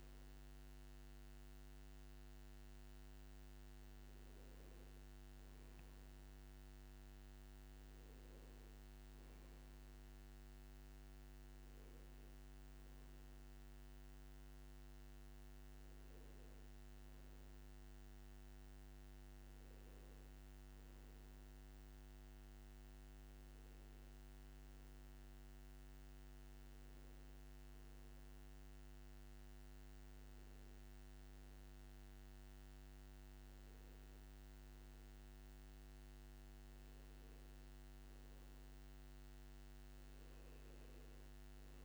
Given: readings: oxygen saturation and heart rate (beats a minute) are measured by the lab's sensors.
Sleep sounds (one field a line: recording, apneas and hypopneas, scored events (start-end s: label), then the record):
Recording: breathing in sleep, hard to hear, by a microphone on the trachea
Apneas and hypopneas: none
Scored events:
18.00-41.85 s: new sleep stage, N2 (light sleep)
From the record:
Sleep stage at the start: N1 (lightest sleep)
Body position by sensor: on the back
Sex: male